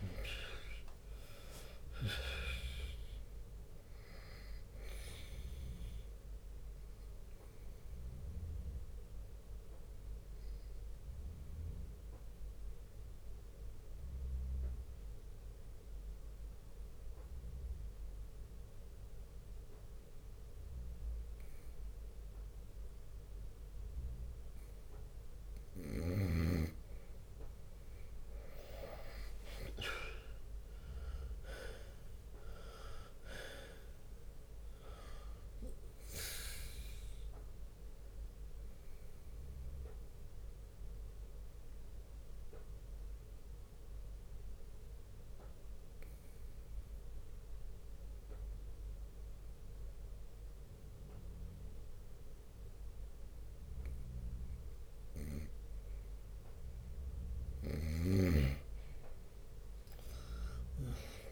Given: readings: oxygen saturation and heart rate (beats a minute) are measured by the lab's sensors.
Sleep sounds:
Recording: breathing in sleep by a room microphone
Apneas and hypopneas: 2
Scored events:
0.00-23.50 s: oxygen desaturation (device-marked, oxygen 91% lowest, heart rate 60 extreme)
0.50-9.50 s: drop in pulse transit time (device-marked, heart rate 61 before, 65 extreme)
8.00-24.50 s: obstructive apnea (oxygen 98% before, 91% lowest, heart rate 63 before, 60 extreme, up 4 after)
29.00-33.50 s: arousal
32.50-46.50 s: drop in pulse transit time (device-marked, heart rate 61 before, 62 extreme)
37.50-56.00 s: obstructive apnea (oxygen 97% before, 91% lowest, heart rate 63 before, 59 extreme, up 7 after)
45.50-55.50 s: oxygen desaturation (device-marked, oxygen 94% before, 91% lowest, heart rate 65 before, 59 extreme)
48.50-54.50 s: bradycardia (device-marked, heart rate 64 before, 59 extreme)
57.50-61.32 s: snoring (device-marked)
59.00-61.32 s: arousal
From the record:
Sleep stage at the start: N2 (light sleep)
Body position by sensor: on the right side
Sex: male

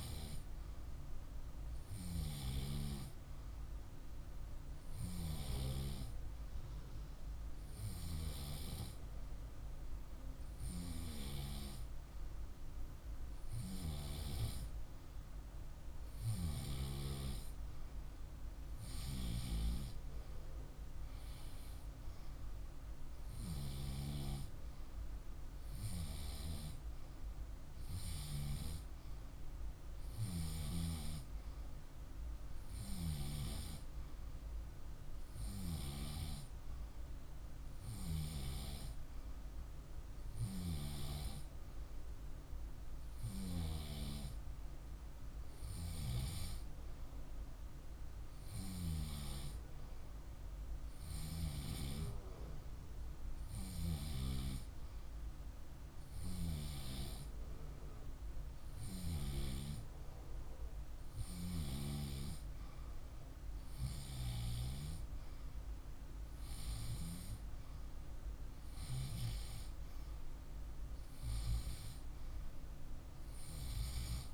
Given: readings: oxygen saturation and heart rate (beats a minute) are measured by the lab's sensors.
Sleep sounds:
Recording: breathing in sleep by a room microphone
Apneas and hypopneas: none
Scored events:
64.50-74.34 s: new sleep stage, REM sleep
From the record:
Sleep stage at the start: N2 (light sleep)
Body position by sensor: on the left side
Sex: male

